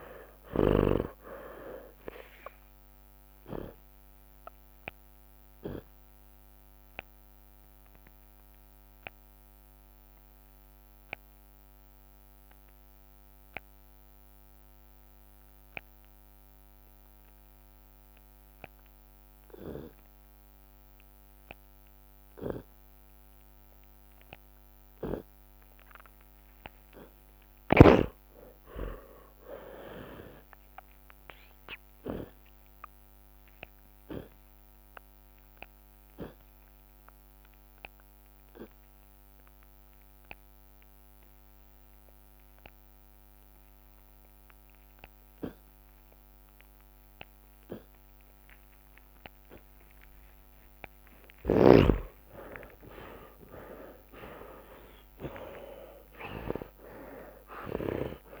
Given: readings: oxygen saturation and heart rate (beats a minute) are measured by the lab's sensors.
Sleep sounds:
breathing in sleep by a microphone on the trachea; 2
0.00-8.50 s: drop in pulse transit time (device-marked, heart rate 65 extreme)
5.50-25.00 s: obstructive apnea (oxygen 97% before, 72% lowest)
24.50-37.50 s: drop in pulse transit time (device-marked, heart rate 59 before, 54 extreme)
25.50-38.50 s: tachycardia (device-marked, heart rate 75 before, 118 extreme)
26.50-30.50 s: arousal
27.00-29.00 s: long interval between heartbeats (device-marked, heart rate 57 before, 71 extreme)
29.00-31.00 s: long interval between heartbeats (device-marked, heart rate 58 before, 111 extreme)
29.50-35.50 s: oxygen desaturation (device-marked, oxygen 95% before, 83% lowest)
32.50-34.50 s: long interval between heartbeats (device-marked, heart rate 70 before, 118 extreme)
34.50-52.00 s: obstructive apnea (oxygen 96% before, 72% lowest)
47.50-54.50 s: tachycardia (device-marked, heart rate 75 before, 138 extreme)
53.00-55.00 s: long interval between heartbeats (device-marked, heart rate 82 before, 129 extreme)
53.00-58.40 s: arousal
53.50-58.40 s: drop in pulse transit time (device-marked, heart rate 83 before, 73 extreme)
From the record:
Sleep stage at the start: N2 (light sleep); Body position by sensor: on the left side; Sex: male

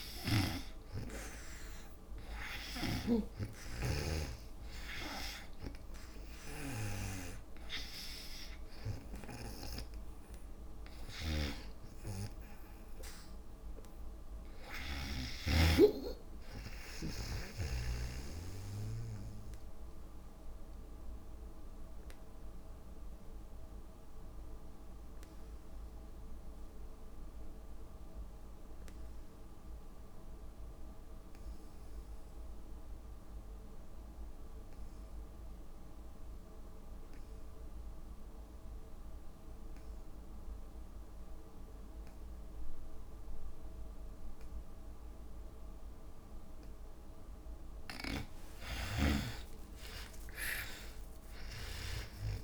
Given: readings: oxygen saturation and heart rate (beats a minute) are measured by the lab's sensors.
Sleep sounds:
breathing in sleep by a room microphone; 1
0.00-20.50 s: oxygen desaturation (device-marked, oxygen 85% lowest, heart rate 56 extreme)
9.00-15.00 s: snoring (device-marked)
15.50-18.50 s: arousal
19.50-47.50 s: obstructive apnea (oxygen 94% before, 70% lowest, heart rate 69 before, 56 extreme)
40.50-52.44 s: oxygen desaturation (device-marked, oxygen 97% before, 70% lowest, heart rate 60 before, 56 extreme)
47.50-52.44 s: tachycardia (device-marked, heart rate 64 before, 169 extreme)
48.00-52.44 s: arousal
From the record:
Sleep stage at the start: N2 (light sleep); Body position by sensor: on the back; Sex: female

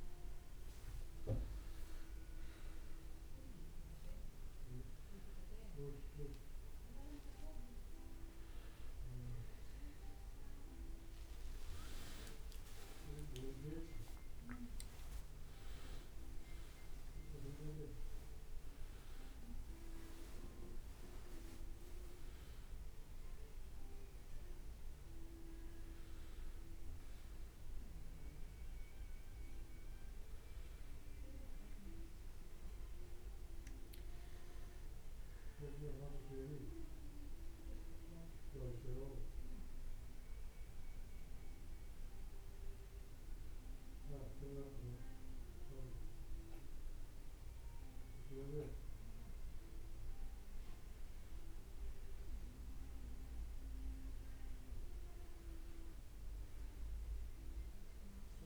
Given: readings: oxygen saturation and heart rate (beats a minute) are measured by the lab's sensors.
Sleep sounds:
a person awake in a sleep study, by a room microphone; none
0.50-2.50 s: leg movement (device-marked)
11.50-14.00 s: leg movement (device-marked)
15.50-22.00 s: leg movement (device-marked)
34.00-58.46 s: new sleep stage, N1 (lightest sleep)
From the record:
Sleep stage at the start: awake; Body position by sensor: on the back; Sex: male

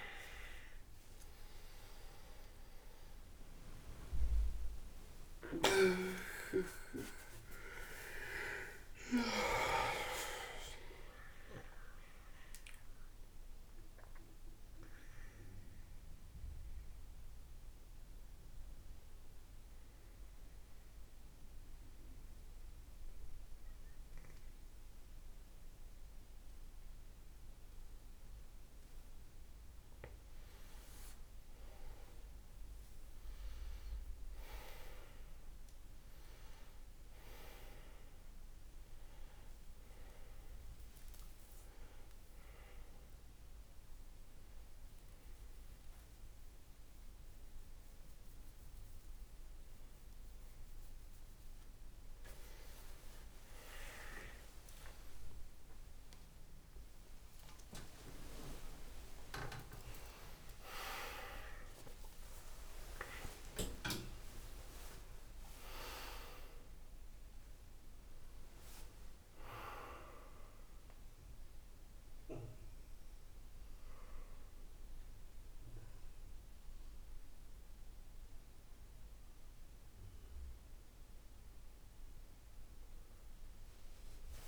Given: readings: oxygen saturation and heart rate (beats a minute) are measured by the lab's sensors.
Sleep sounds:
breathing in sleep by a room microphone; 2
0.00-6.50 s: arousal
11.50-30.00 s: mixed apnea (oxygen 96% before, 88% lowest, heart rate 70 before, 50 extreme, up 14 after)
31.50-37.00 s: arousal
35.50-50.50 s: oxygen desaturation (device-marked, oxygen 99% before, 88% lowest, heart rate 62 before, 61 extreme)
41.00-52.00 s: hypopnea (oxygen 99% before, 88% lowest, heart rate 58 before, 59 extreme, up 21 after)
54.00-60.00 s: arousal
55.50-57.50 s: long interval between heartbeats (device-marked, heart rate 63 before, 79 extreme)
From the record:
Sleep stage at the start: N2 (light sleep); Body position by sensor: on the right side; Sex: male

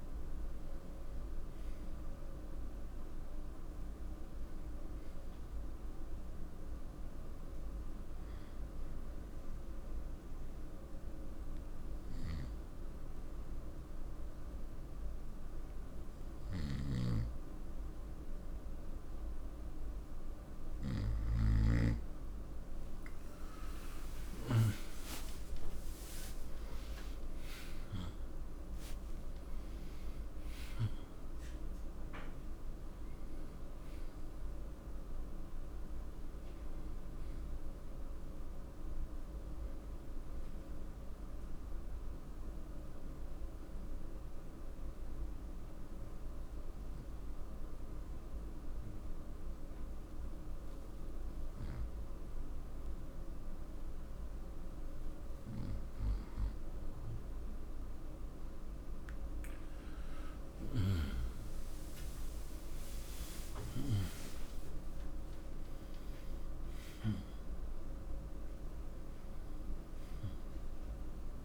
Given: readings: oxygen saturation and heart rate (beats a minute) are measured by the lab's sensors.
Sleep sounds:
breathing in sleep by a room microphone; 2
9.50-22.50 s: obstructive apnea (oxygen 95% before, 88% lowest, heart rate 56 before, 62 extreme, up 25 after)
24.00-28.50 s: arousal
25.00-48.00 s: oxygen desaturation (device-marked, oxygen 93% before, 89% lowest, heart rate 52 before, 36 extreme)
44.00-58.50 s: obstructive apnea (oxygen 93% before, 88% lowest)
60.50-64.50 s: arousal
From the record:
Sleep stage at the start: N2 (light sleep); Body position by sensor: on the right side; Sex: male

